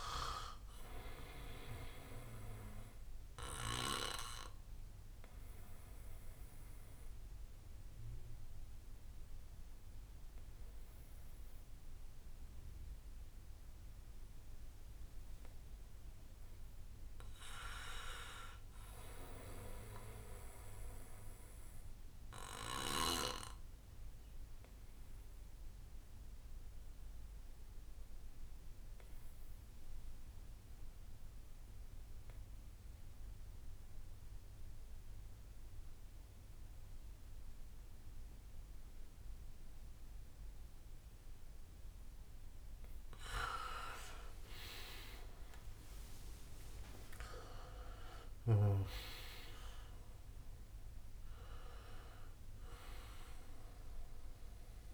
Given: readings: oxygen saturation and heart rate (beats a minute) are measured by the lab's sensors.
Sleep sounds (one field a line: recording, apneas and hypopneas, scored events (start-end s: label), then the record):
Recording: breathing in sleep by a room microphone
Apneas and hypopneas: 2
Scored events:
0.00-14.00 s: oxygen desaturation (device-marked, oxygen 90% lowest, heart rate 55 extreme)
3.00-16.00 s: bradycardia (device-marked, heart rate 66 before, 55 extreme)
3.50-15.00 s: obstructive apnea (oxygen 99% before, 89% lowest, heart rate 69 before, 55 extreme, up 7 after)
17.00-20.00 s: arousal
24.00-42.00 s: obstructive apnea (oxygen 99% before, 88% lowest, heart rate 59 before, 57 extreme, up 38 after)
26.50-28.50 s: long interval between heartbeats (device-marked, heart rate 59 before, 69 extreme)
37.50-39.50 s: long interval between heartbeats (device-marked, heart rate 64 before, 70 extreme)
42.00-54.94 s: oxygen desaturation (device-marked, oxygen 97% before, 89% lowest, heart rate 66 before, 56 extreme)
44.00-46.00 s: long interval between heartbeats (device-marked, heart rate 66 before, 69 extreme)
44.00-49.00 s: arousal
46.50-48.50 s: long interval between heartbeats (device-marked, heart rate 68 before, 91 extreme)
51.00-53.00 s: long interval between heartbeats (device-marked, heart rate 74 before, 89 extreme)
From the record:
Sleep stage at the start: N2 (light sleep)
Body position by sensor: on the back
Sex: male